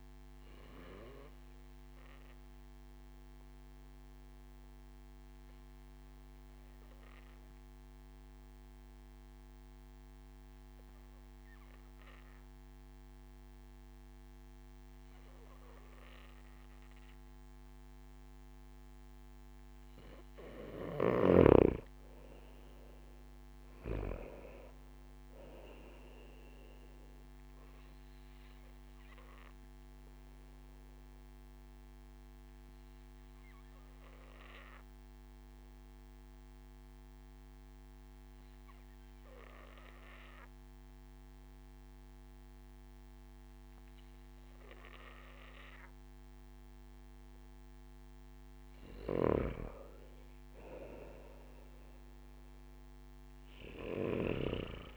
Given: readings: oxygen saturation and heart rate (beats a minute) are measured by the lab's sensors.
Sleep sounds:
breathing in sleep by a microphone on the trachea; 2
0.50-19.50 s: obstructive apnea (oxygen 97% before, 94% lowest)
21.50-24.50 s: arousal
28.00-47.50 s: obstructive apnea (oxygen 96% before, 93% lowest)
51.50-54.97 s: arousal
From the record:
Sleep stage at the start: N2 (light sleep); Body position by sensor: on the back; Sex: male

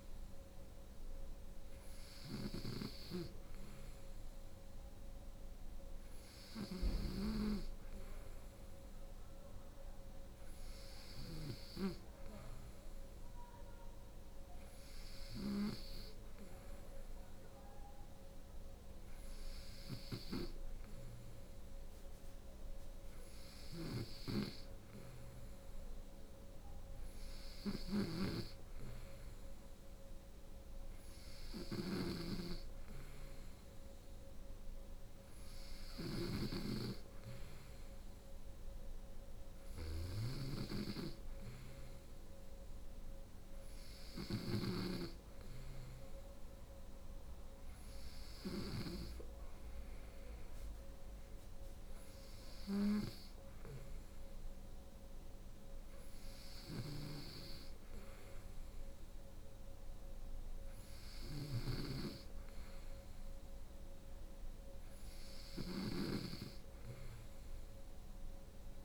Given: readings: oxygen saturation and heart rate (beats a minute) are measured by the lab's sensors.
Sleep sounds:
breathing in sleep by a room microphone; none
0.00-68.85 s: snoring (device-marked)
60.00-68.85 s: new sleep stage, N2 (light sleep)
From the record:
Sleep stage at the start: N3 (deep sleep); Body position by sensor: on the right side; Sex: female

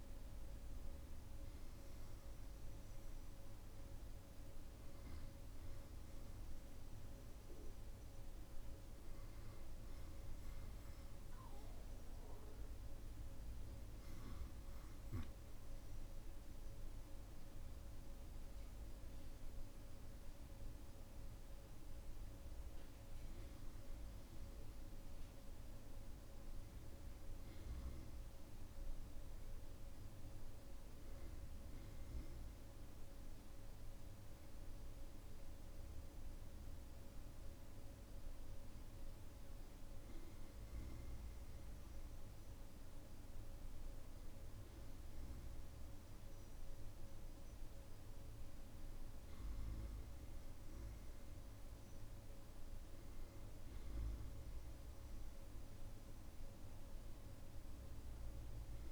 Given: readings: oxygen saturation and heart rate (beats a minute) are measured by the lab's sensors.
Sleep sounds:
breathing in sleep, hard to hear, by a room microphone; none
none scored
From the record:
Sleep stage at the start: N2 (light sleep); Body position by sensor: on the back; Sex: male

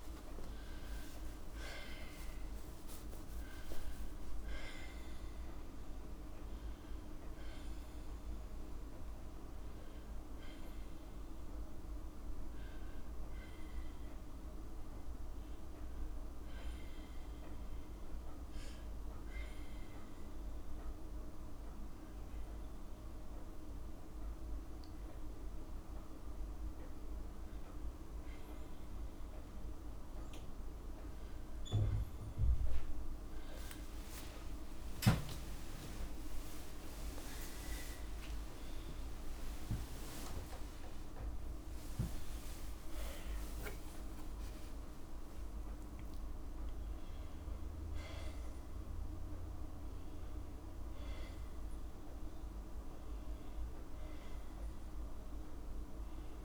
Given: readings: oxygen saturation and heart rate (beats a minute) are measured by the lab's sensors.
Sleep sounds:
a person awake in a sleep study, hard to hear, by a room microphone; none
32.00-42.00 s: tachycardia (device-marked, heart rate 49 before, 157 extreme)
33.50-35.50 s: long interval between heartbeats (device-marked, heart rate 54 before, 75 extreme)
35.50-37.50 s: long interval between heartbeats (device-marked, heart rate 61 before, 108 extreme)
39.50-41.50 s: long interval between heartbeats (device-marked, heart rate 73 before, 137 extreme)
From the record:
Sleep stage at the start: awake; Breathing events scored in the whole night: 247 in 4.4 hours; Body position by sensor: on the back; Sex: female

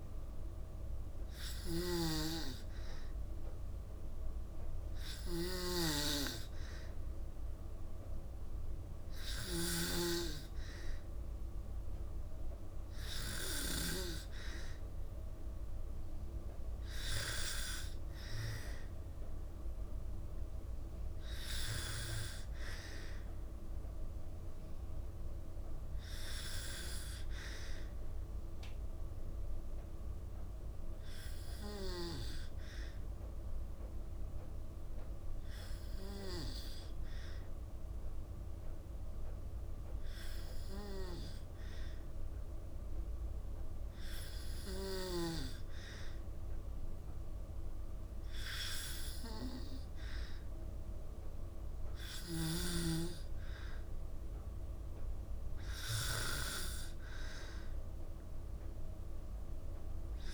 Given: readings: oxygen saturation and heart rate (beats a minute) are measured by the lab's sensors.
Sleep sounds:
breathing in sleep by a room microphone; 1
0.00-13.50 s: snoring (device-marked)
19.50-23.50 s: arousal
28.00-45.00 s: hypopnea (oxygen 93% before, 92% lowest, heart rate 55 before, 54 extreme, up 2 after)
47.50-51.50 s: arousal
From the record:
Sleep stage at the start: N2 (light sleep); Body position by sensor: on the back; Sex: female

